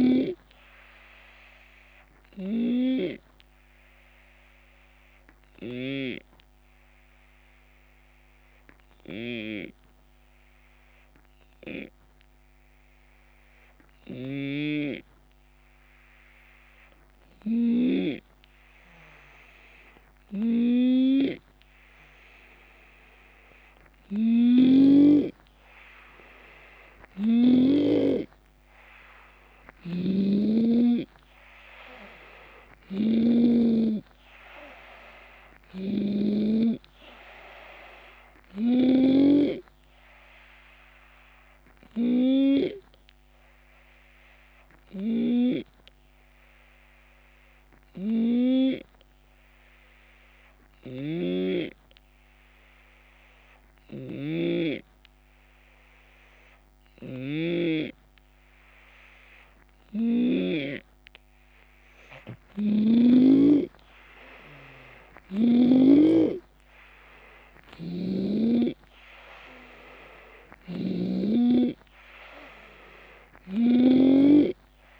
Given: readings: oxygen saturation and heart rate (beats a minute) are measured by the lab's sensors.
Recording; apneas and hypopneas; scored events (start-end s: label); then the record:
breathing in sleep by a microphone on the trachea; 2
0.00-2.50 s: drop in pulse transit time (device-marked, heart rate 75 extreme)
0.00-5.50 s: snoring (device-marked)
2.50-15.50 s: obstructive apnea (oxygen 93% before, 89% lowest, heart rate 76 before, 67 extreme, up 4 after)
18.50-22.50 s: arousal
20.50-27.50 s: snoring (device-marked)
25.50-38.50 s: drop in pulse transit time (device-marked, heart rate 69 before, 72 extreme)
29.50-36.00 s: snoring (device-marked)
31.50-34.50 s: oxygen desaturation (device-marked, oxygen 95% before, 90% lowest, heart rate 71 before, 67 extreme)
41.50-58.50 s: obstructive apnea (oxygen 95% before, 90% lowest, heart rate 75 before, 67 extreme, up 8 after)
50.50-60.00 s: snoring (device-marked)
62.00-65.50 s: snoring (device-marked)
64.50-75.00 s: drop in pulse transit time (device-marked, heart rate 69 before, 74 extreme)
65.50-69.50 s: arousal
67.50-75.00 s: oxygen desaturation (device-marked, oxygen 94% before, 90% lowest, heart rate 70 before, 65 extreme)
70.00-75.00 s: snoring (device-marked)
From the record:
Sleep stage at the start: N2 (light sleep); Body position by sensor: on the left side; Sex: male